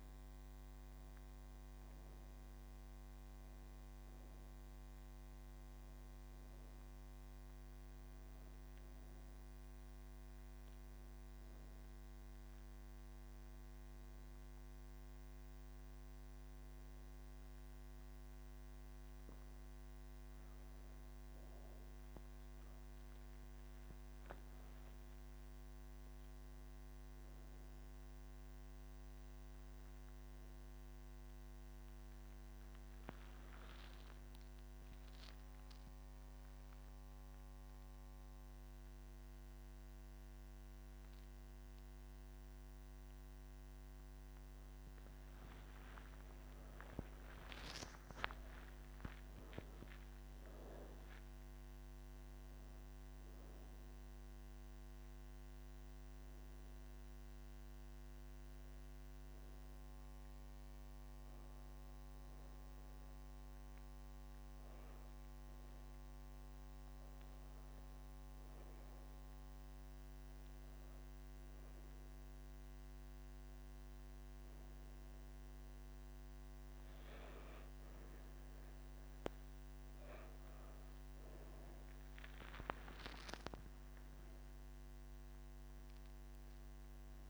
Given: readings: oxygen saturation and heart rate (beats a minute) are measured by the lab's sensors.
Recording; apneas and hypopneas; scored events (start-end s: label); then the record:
breathing in sleep, hard to hear, by a microphone on the trachea; 2
0.00-23.50 s: oxygen desaturation (device-marked, oxygen 87% lowest, heart rate 46 extreme)
13.50-23.50 s: hypopnea (oxygen 95% before, 90% lowest, heart rate 64 before, 46 extreme, up 4 after)
56.50-67.00 s: hypopnea (oxygen 98% before, 94% lowest, heart rate 64 before, 58 extreme, up 2 after)
From the record:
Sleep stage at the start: N1 (lightest sleep); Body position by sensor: on the right side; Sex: female